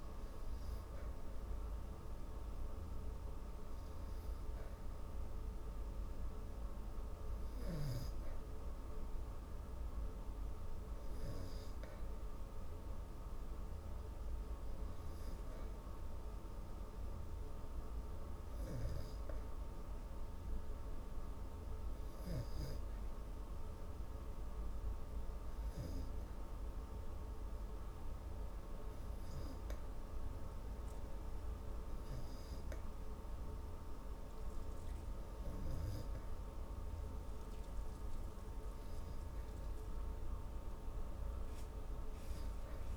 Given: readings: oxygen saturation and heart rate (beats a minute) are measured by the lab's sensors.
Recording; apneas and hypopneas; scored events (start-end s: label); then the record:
breathing in sleep, hard to hear, by a room microphone; 1
6.50-29.50 s: oxygen desaturation (device-marked, oxygen 96% before, 88% lowest)
7.50-12.00 s: arousal
18.50-32.50 s: hypopnea (oxygen 97% before, 88% lowest)
34.50-38.00 s: arousal
From the record:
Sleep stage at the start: N2 (light sleep); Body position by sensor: on the back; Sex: female